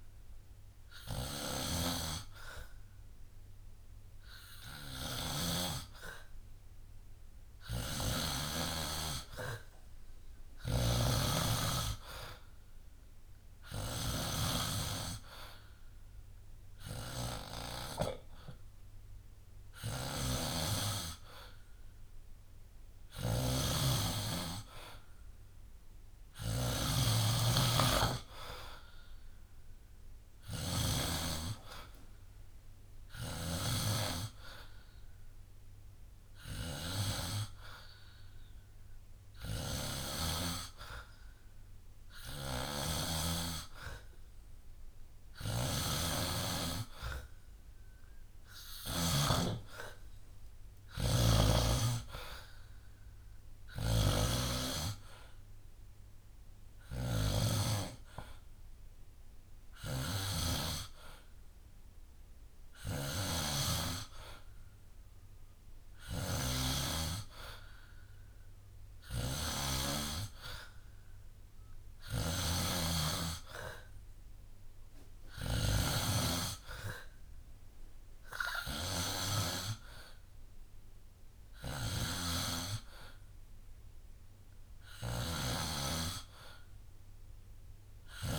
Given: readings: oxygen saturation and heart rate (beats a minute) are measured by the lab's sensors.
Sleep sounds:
breathing in sleep by a room microphone; 2
0.00-17.50 s: snoring (device-marked)
0.50-10.50 s: drop in pulse transit time (device-marked, heart rate 66 before, 65 extreme)
19.50-31.00 s: snoring (device-marked)
24.50-28.00 s: arousal
27.50-39.50 s: drop in pulse transit time (device-marked, heart rate 68 before, 67 extreme)
31.50-43.50 s: hypopnea (oxygen 95% before, 93% lowest, heart rate 68 before, 63 extreme, up 3 after)
33.00-49.00 s: snoring (device-marked)
34.50-36.50 s: long interval between heartbeats (device-marked, heart rate 68 before, 74 extreme)
45.00-48.00 s: arousal
46.00-48.00 s: long interval between heartbeats (device-marked, heart rate 70 before, 64 extreme)
62.50-88.39 s: snoring (device-marked)
67.50-83.50 s: hypopnea (oxygen 96% before, 93% lowest, heart rate 67 before, 63 extreme, up 1 after)
From the record:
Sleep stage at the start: N2 (light sleep); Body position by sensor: on the back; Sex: male

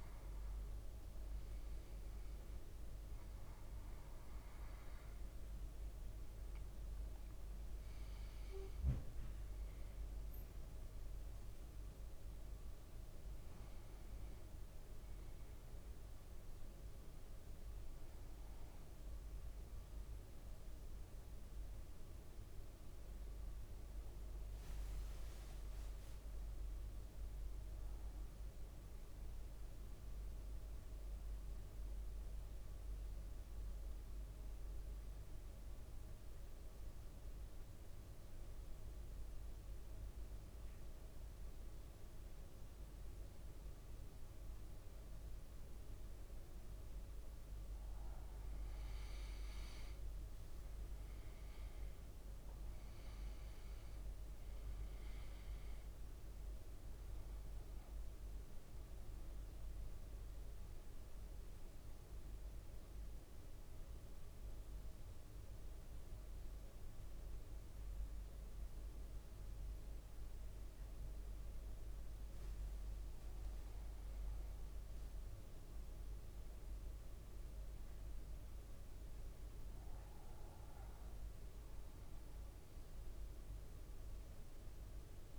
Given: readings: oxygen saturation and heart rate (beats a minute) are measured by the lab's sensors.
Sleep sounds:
breathing in sleep, hard to hear, by a room microphone; 2
2.00-62.00 s: new sleep stage, N1 (lightest sleep)
23.50-26.50 s: leg movement (device-marked)
31.00-46.50 s: mixed apnea (oxygen 98% before, 93% lowest, heart rate 58 before, 53 extreme, up 5 after)
48.50-53.50 s: arousal
49.00-51.00 s: leg movement (device-marked)
55.00-75.00 s: oxygen desaturation (device-marked, oxygen 99% before, 93% lowest, heart rate 57 before, 53 extreme)
61.00-72.00 s: central apnea (oxygen 99% before, 93% lowest, heart rate 58 before, 53 extreme, up 4 after)
62.00-85.39 s: new sleep stage, N2 (light sleep)
71.50-76.00 s: leg movement (device-marked)
76.00-81.50 s: arousal
From the record:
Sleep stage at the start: N2 (light sleep); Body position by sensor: on the back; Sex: male

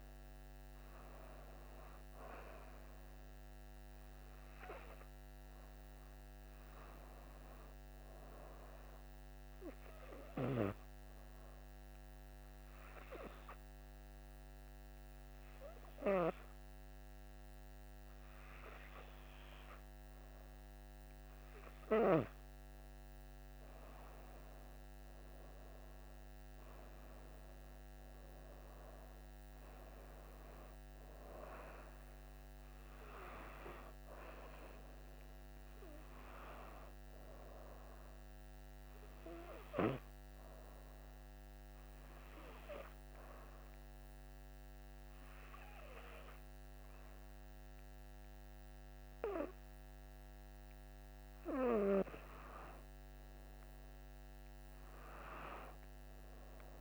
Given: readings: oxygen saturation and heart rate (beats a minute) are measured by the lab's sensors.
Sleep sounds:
breathing in sleep by a microphone on the trachea; 2
10.50-22.50 s: obstructive apnea (oxygen 94% before, 89% lowest, heart rate 64 before, 59 extreme, up 3 after)
24.50-29.00 s: arousal
30.00-52.00 s: oxygen desaturation (device-marked, oxygen 93% before, 89% lowest, heart rate 63 before, 59 extreme)
39.50-51.00 s: hypopnea (oxygen 93% before, 89% lowest, heart rate 64 before, 59 extreme, up 6 after)
52.50-56.50 s: arousal
From the record:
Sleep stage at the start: N2 (light sleep); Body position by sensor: on the back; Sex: female

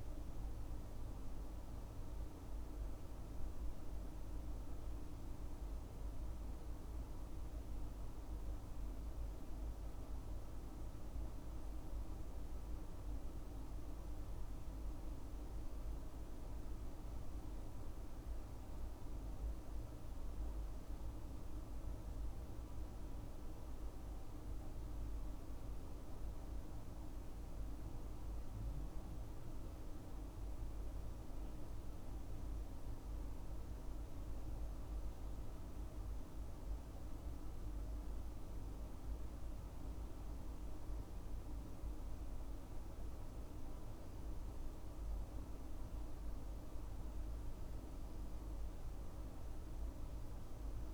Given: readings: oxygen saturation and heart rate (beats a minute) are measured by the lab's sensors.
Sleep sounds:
breathing in sleep, hard to hear, by a room microphone; none
none scored
From the record:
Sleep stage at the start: N2 (light sleep); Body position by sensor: on the left side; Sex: male

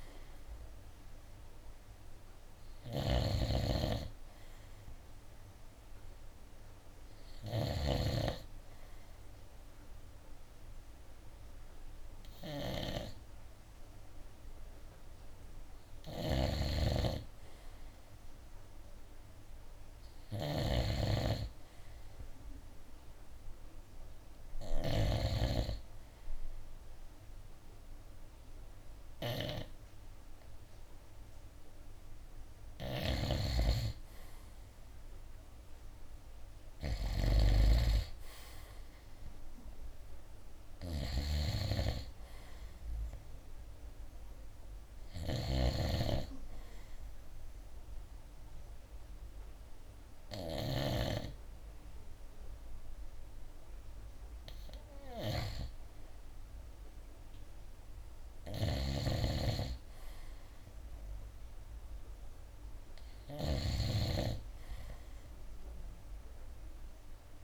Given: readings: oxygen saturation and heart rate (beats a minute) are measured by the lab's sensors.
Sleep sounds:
breathing in sleep by a room microphone; 1
0.00-4.00 s: oxygen desaturation (device-marked, oxygen 92% lowest, heart rate 65 extreme)
0.00-25.50 s: snoring (device-marked)
6.00-17.00 s: oxygen desaturation (device-marked, oxygen 94% before, 91% lowest, heart rate 70 before, 66 extreme)
29.00-39.00 s: oxygen desaturation (device-marked, oxygen 94% before, 91% lowest, heart rate 68 before, 68 extreme)
33.00-51.00 s: snoring (device-marked)
46.50-57.50 s: hypopnea (oxygen 94% before, 88% lowest, heart rate 71 before, 65 extreme, up 1 after)
48.00-58.00 s: oxygen desaturation (device-marked, oxygen 93% before, 89% lowest, heart rate 71 before, 65 extreme)
58.50-67.44 s: snoring (device-marked)
59.50-63.00 s: arousal
From the record:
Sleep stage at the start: N2 (light sleep); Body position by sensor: on the right side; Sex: male

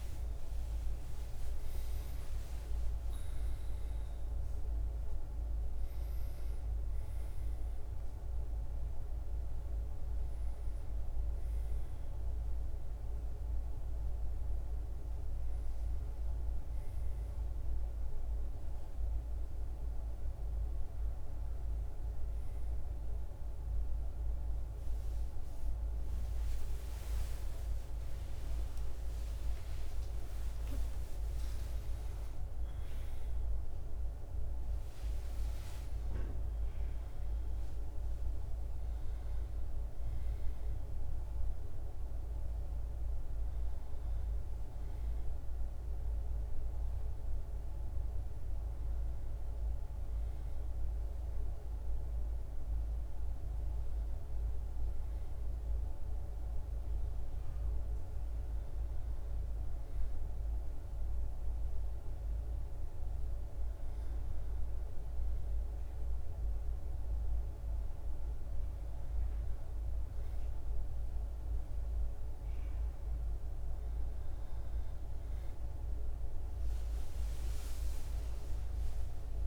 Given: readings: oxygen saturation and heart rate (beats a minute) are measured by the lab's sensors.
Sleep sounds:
breathing in sleep, hard to hear, by a room microphone; none
26.50-31.50 s: arousal
From the record:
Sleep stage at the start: N1 (lightest sleep); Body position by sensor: on the back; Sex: female

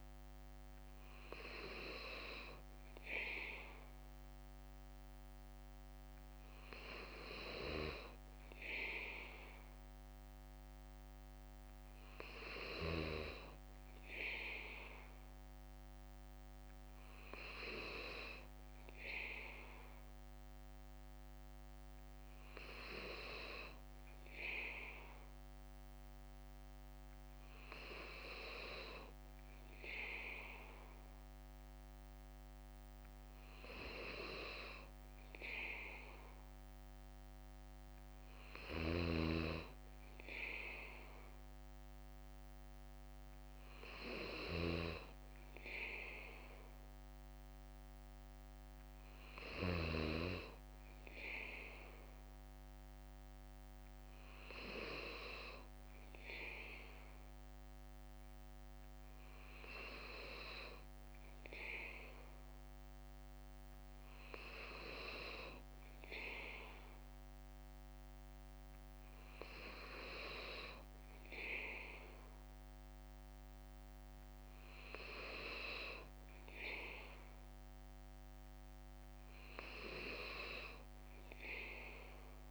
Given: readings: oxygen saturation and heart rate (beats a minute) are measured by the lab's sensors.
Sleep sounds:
breathing in sleep by a microphone on the trachea; none
0.00-28.50 s: bradycardia (device-marked, heart rate 57 extreme)
38.50-40.50 s: bradycardia (device-marked, heart rate 59 before, 60 extreme)
42.50-61.50 s: bradycardia (device-marked, heart rate 59 before, 57 extreme)
69.50-82.50 s: bradycardia (device-marked, heart rate 59 before, 58 extreme)
81.50-82.50 s: drop in pulse transit time (device-marked, heart rate 59 before, 58 extreme)
From the record:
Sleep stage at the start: N3 (deep sleep); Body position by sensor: on the back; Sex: male

